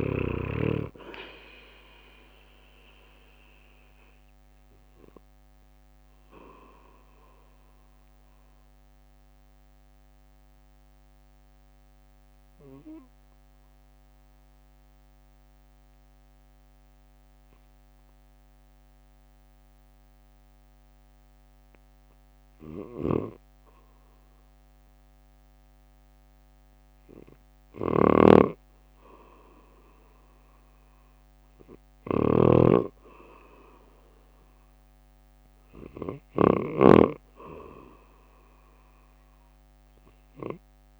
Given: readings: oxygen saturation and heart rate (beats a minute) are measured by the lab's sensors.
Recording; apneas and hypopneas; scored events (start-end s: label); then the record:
breathing in sleep by a microphone on the trachea; 1
0.00-6.00 s: drop in pulse transit time (device-marked, heart rate 59 extreme)
0.00-7.00 s: oxygen desaturation (device-marked, oxygen 87% lowest, heart rate 55 extreme)
3.00-26.00 s: mixed apnea (oxygen 98% before, 83% lowest, heart rate 65 before, 52 extreme, up 4 after)
14.00-30.00 s: oxygen desaturation (device-marked, oxygen 89% before, 83% lowest, heart rate 64 before, 52 extreme)
27.50-32.00 s: snoring (device-marked)
29.00-33.50 s: arousal
30.00-41.00 s: drop in pulse transit time (device-marked, heart rate 58 before, 52 extreme)
From the record:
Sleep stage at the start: N2 (light sleep); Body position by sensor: on the right side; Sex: male